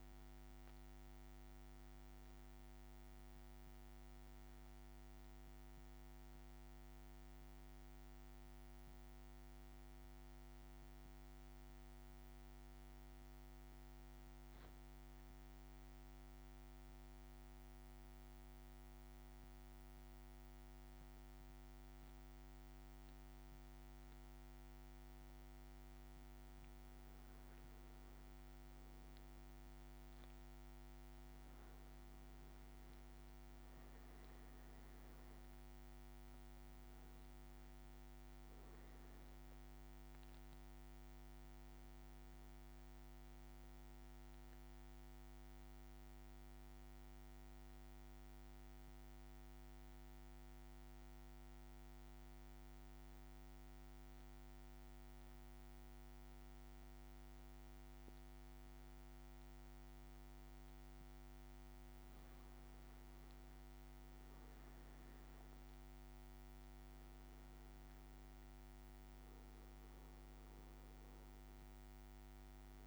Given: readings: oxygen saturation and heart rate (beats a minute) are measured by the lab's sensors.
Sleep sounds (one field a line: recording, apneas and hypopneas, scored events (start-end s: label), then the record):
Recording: breathing in sleep, hard to hear, by a microphone on the trachea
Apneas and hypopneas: 2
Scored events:
5.00-26.50 s: mixed apnea (oxygen 100% before, 96% lowest, heart rate 57 before, 56 extreme, up 1 after)
28.50-33.50 s: arousal
31.50-56.50 s: oxygen desaturation (device-marked, oxygen 99% before, 96% lowest, heart rate 58 before, 56 extreme)
44.00-58.00 s: central apnea (oxygen 100% before, 96% lowest, heart rate 59 before, 56 extreme, up 4 after)
From the record:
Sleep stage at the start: N1 (lightest sleep)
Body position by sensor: on the back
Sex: male